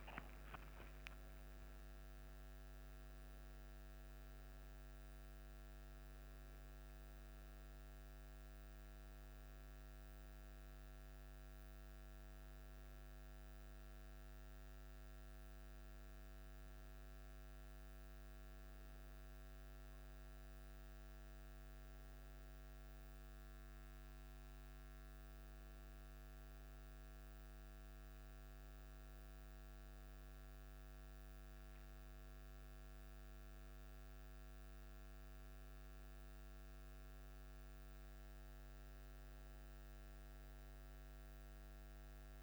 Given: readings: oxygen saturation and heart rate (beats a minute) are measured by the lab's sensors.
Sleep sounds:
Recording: breathing in sleep, hard to hear, by a microphone on the trachea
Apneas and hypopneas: none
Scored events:
none scored
From the record:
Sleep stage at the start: N1 (lightest sleep)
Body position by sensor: on the back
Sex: male

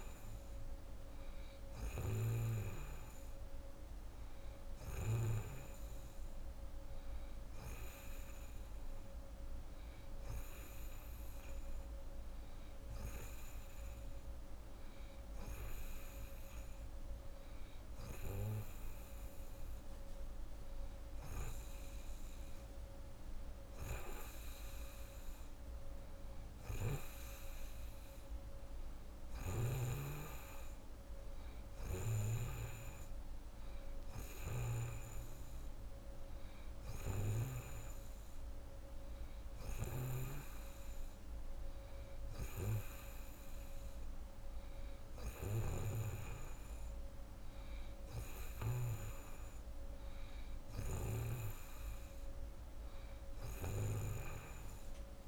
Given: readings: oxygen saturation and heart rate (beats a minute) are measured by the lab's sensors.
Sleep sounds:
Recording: breathing in sleep by a room microphone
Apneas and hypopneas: none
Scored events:
0.00-5.00 s: snoring (device-marked)
29.00-37.50 s: snoring (device-marked)
39.50-51.00 s: snoring (device-marked)
From the record:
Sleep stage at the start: N2 (light sleep)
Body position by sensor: on the right side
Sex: female

